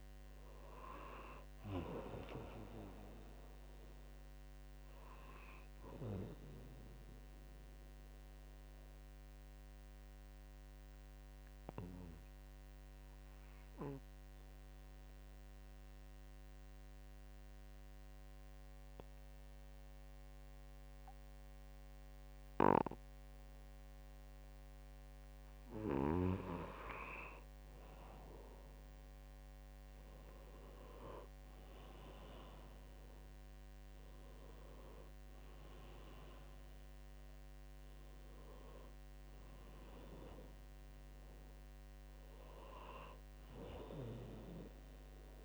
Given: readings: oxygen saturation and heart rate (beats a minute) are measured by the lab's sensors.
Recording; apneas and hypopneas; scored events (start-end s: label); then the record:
breathing in sleep by a microphone on the trachea; 1
7.50-25.50 s: obstructive apnea (oxygen 98% before, 94% lowest, heart rate 65 before, 65 extreme, up 1 after)
28.50-33.00 s: arousal
From the record:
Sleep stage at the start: N2 (light sleep); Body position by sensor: on the right side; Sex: male